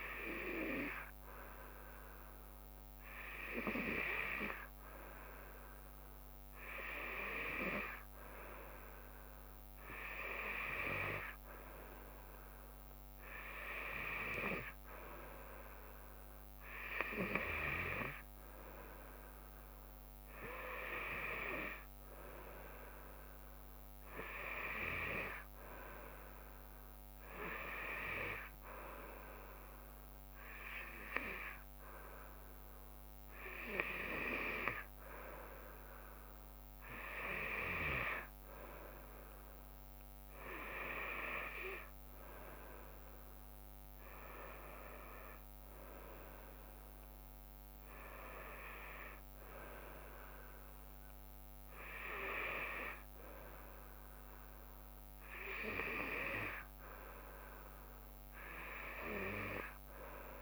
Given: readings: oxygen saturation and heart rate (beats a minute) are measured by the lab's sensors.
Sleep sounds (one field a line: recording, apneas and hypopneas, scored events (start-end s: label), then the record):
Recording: breathing in sleep by a microphone on the trachea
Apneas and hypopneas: none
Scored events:
39.00-53.00 s: drop in pulse transit time (device-marked, heart rate 74 before, 74 extreme)
44.00-59.00 s: oxygen desaturation (device-marked, oxygen 93% before, 90% lowest, heart rate 74 before, 72 extreme)
From the record:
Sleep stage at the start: N2 (light sleep)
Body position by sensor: on the back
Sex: female